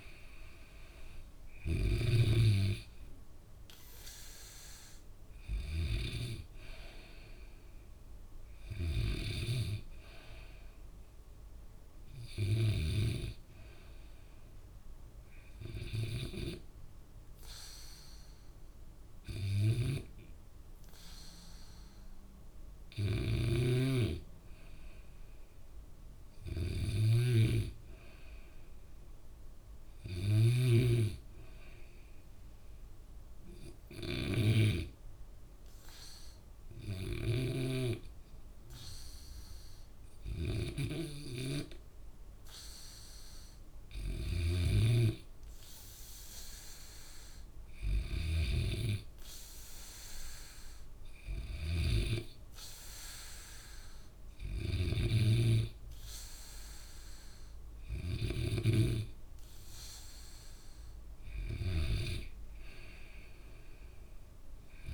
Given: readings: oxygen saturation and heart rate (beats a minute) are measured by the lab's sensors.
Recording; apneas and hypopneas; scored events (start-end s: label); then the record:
breathing in sleep by a room microphone; 1
0.00-2.50 s: snoring (device-marked)
9.00-13.50 s: snoring (device-marked)
14.50-26.50 s: hypopnea (oxygen 96% before, 94% lowest, heart rate 67 before, 62 extreme, up 6 after)
19.50-45.00 s: snoring (device-marked)
28.50-32.00 s: arousal
51.50-64.94 s: snoring (device-marked)
From the record:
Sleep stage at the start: N2 (light sleep); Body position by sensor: on the back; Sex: male